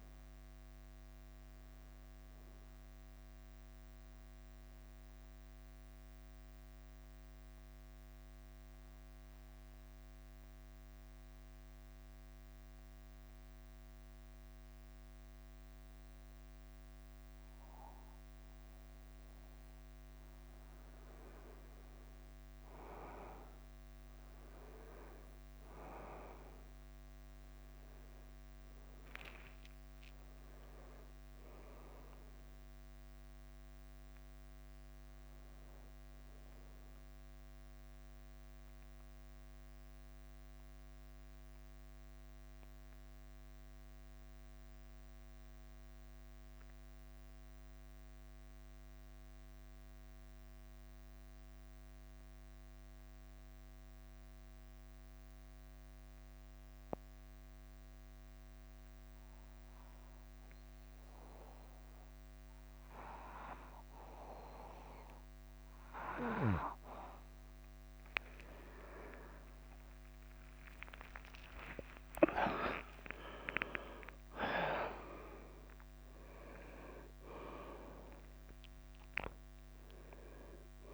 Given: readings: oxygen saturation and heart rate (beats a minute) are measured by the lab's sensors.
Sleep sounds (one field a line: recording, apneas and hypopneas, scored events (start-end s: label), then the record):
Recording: breathing in sleep by a microphone on the trachea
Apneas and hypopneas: 2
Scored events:
0.00-1.50 s: arousal
0.00-67.00 s: bradycardia (device-marked, heart rate 41 extreme)
5.00-19.50 s: obstructive apnea (oxygen 99% before, 93% lowest, heart rate 55 before, 51 extreme, up 4 after)
22.00-40.00 s: oxygen desaturation (device-marked, oxygen 99% before, 94% lowest, heart rate 53 before, 49 extreme)
28.00-32.50 s: arousal
39.50-66.00 s: mixed apnea (oxygen 99% before, 90% lowest, heart rate 53 before, 49 extreme, up 21 after)
68.00-72.00 s: arousal
71.00-73.00 s: long interval between heartbeats (device-marked, heart rate 51 before, 70 extreme)
74.00-80.94 s: oxygen desaturation (device-marked, oxygen 98% before, 92% lowest, heart rate 54 before, 52 extreme)
From the record:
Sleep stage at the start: N2 (light sleep)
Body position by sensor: on the back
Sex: male